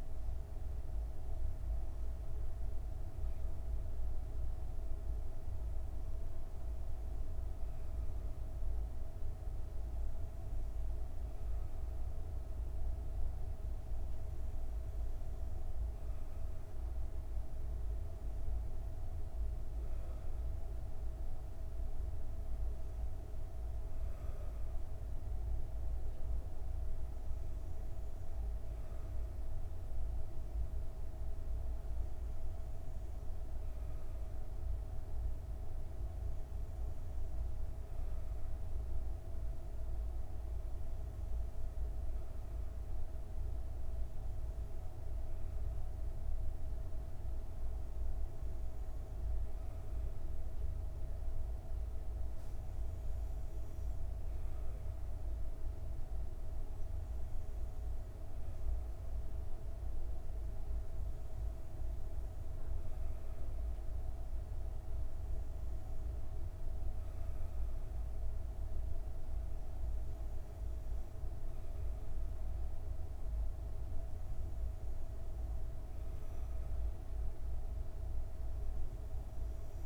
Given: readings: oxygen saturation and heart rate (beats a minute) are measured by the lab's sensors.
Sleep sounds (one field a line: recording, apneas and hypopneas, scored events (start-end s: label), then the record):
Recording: breathing in sleep, hard to hear, by a room microphone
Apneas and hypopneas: none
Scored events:
none scored
From the record:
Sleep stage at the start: N2 (light sleep)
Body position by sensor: on the back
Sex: female